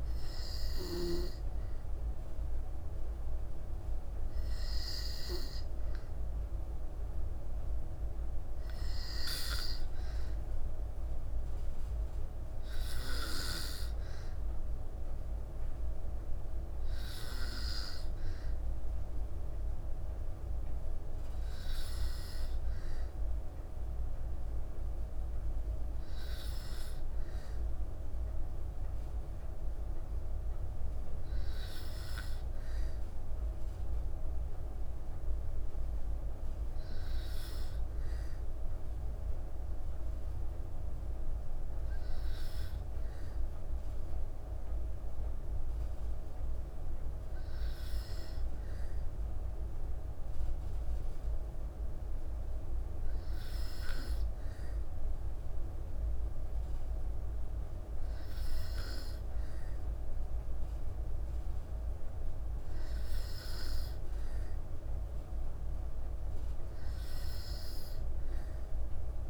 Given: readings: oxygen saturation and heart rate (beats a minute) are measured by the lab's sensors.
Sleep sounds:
breathing in sleep, hard to hear, by a room microphone; none
0.00-1.00 s: snoring (device-marked)
From the record:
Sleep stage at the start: N2 (light sleep); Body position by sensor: on the back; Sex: female

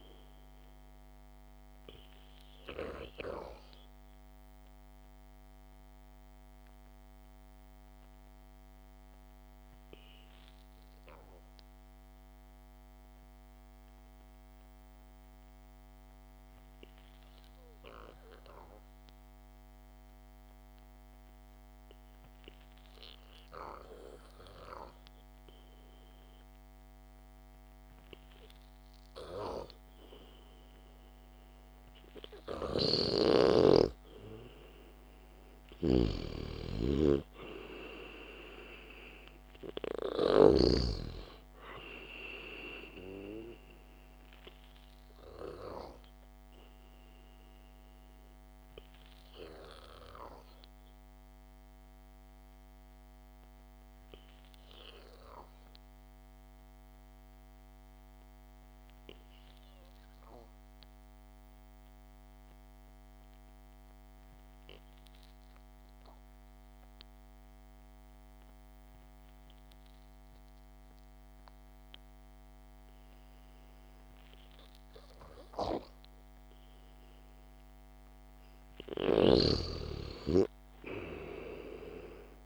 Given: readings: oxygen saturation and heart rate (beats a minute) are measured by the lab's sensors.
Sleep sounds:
breathing in sleep by a microphone on the trachea; 2
1.50-27.50 s: mixed apnea (oxygen 98% before, 93% lowest, heart rate 53 before, 52 extreme, up 2 after)
33.00-41.00 s: snoring (device-marked)
36.00-41.00 s: arousal
47.50-76.00 s: obstructive apnea (oxygen 99% before, 93% lowest, heart rate 55 before, 50 extreme, up 3 after)
79.00-82.46 s: snoring (device-marked)
80.00-82.46 s: arousal
From the record:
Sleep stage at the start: N2 (light sleep); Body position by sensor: on the back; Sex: male

